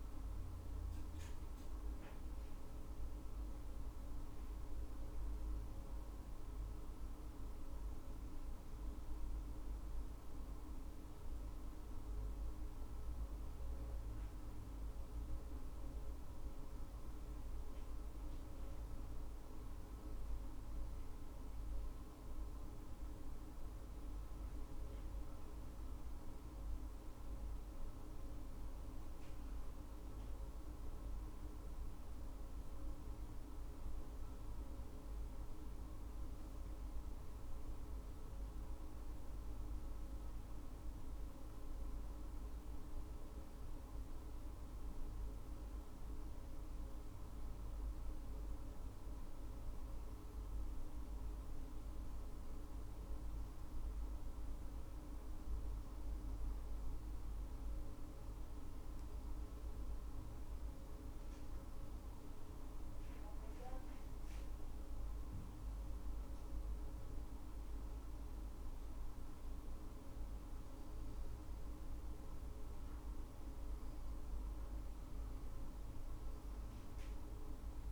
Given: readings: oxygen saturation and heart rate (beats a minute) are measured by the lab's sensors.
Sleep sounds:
breathing in sleep, hard to hear, by a room microphone; none
none scored
From the record:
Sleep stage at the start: N2 (light sleep); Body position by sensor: on the back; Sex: female

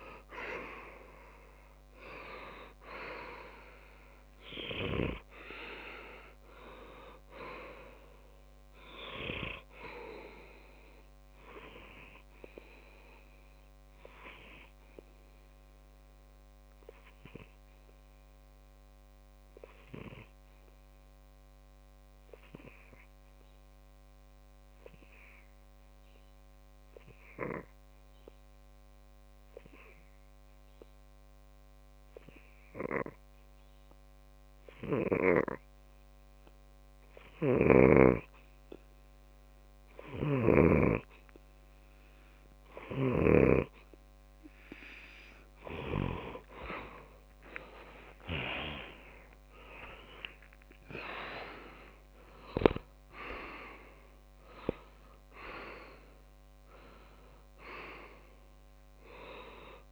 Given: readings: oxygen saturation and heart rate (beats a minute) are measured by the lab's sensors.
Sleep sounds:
breathing in sleep by a microphone on the trachea; 1
8.50-43.50 s: obstructive apnea (oxygen 95% before, 94% lowest)
43.00-59.92 s: oxygen desaturation (device-marked, oxygen 99% before, 94% lowest)
47.00-50.00 s: arousal
From the record:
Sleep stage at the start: N2 (light sleep); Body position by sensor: on the left side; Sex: male

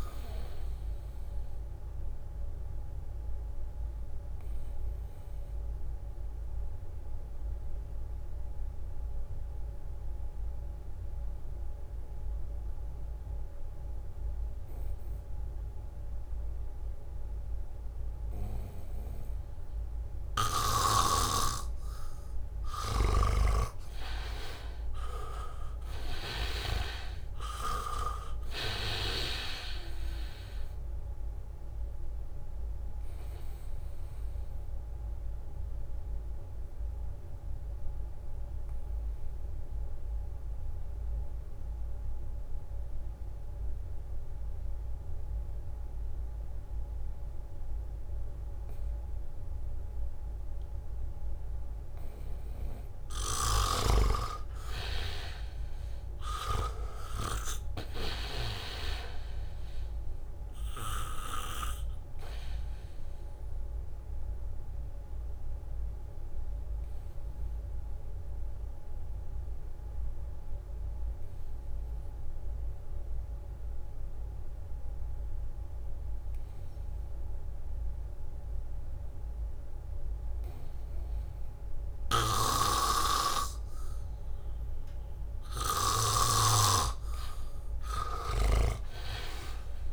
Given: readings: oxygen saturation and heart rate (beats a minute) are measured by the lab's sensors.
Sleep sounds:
breathing in sleep by a room microphone; 3
0.00-14.50 s: oxygen desaturation (device-marked, oxygen 84% lowest, heart rate 74 extreme)
1.50-21.00 s: obstructive apnea (oxygen 99% before, 81% lowest, heart rate 75 before, 72 extreme, up 2 after)
2.50-5.50 s: leg movement (device-marked)
23.50-26.50 s: arousal
23.50-30.00 s: snoring (device-marked)
23.50-47.50 s: oxygen desaturation (device-marked, oxygen 98% before, 81% lowest, heart rate 76 before, 72 extreme)
33.00-53.50 s: obstructive apnea (oxygen 98% before, 79% lowest, heart rate 76 before, 72 extreme, up 4 after)
40.50-48.00 s: leg movement (device-marked)
49.00-52.00 s: leg movement (device-marked)
49.50-78.50 s: oxygen desaturation (device-marked, oxygen 99% before, 83% lowest, heart rate 76 before, 72 extreme)
51.50-53.50 s: long interval between heartbeats (device-marked, heart rate 75 before, 74 extreme)
54.00-58.50 s: snoring (device-marked)
55.50-58.50 s: arousal
62.50-83.00 s: obstructive apnea (oxygen 99% before, 79% lowest, heart rate 75 before, 74 extreme, up 0 after)
80.50-89.92 s: oxygen desaturation (device-marked, oxygen 98% before, 79% lowest, heart rate 79 before, 74 extreme)
82.50-89.92 s: snoring (device-marked)
85.00-88.00 s: arousal
From the record:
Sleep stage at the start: N2 (light sleep); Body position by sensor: on the back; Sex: male

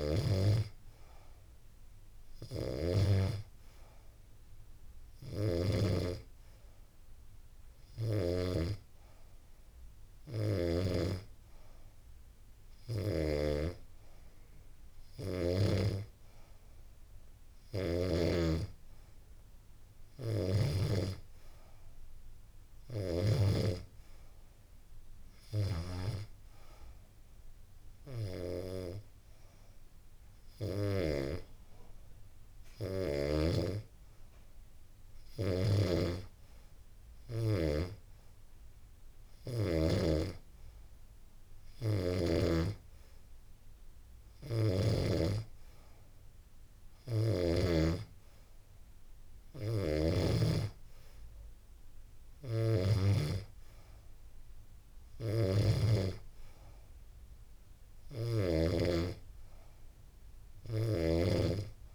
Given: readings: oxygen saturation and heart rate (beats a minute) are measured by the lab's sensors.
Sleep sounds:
breathing in sleep by a room microphone; none
34.50-39.00 s: snoring (device-marked)
43.50-47.00 s: snoring (device-marked)
From the record:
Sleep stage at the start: N2 (light sleep); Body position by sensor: on the back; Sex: female

